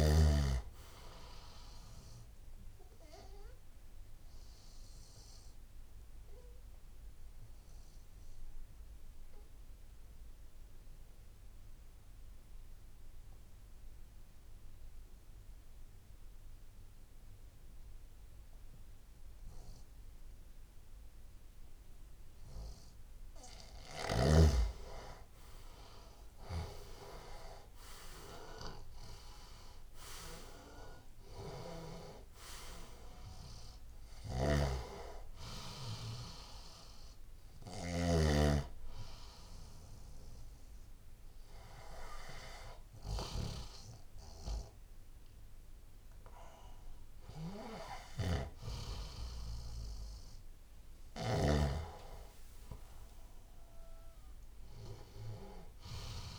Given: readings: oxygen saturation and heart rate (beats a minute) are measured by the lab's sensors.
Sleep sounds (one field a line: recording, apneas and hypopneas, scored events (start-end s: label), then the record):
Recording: breathing in sleep by a room microphone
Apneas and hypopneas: 1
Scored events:
0.00-15.50 s: oxygen desaturation (device-marked, oxygen 89% lowest, heart rate 66 extreme)
3.50-23.50 s: obstructive apnea (oxygen 99% before, 86% lowest, heart rate 79 before, 69 extreme, up 9 after)
21.50-50.50 s: oxygen desaturation (device-marked, oxygen 98% before, 86% lowest, heart rate 75 before, 67 extreme)
25.00-29.00 s: arousal
34.00-51.50 s: snoring (device-marked)
52.50-56.00 s: arousal
From the record:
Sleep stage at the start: N2 (light sleep)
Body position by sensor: on the left side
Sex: male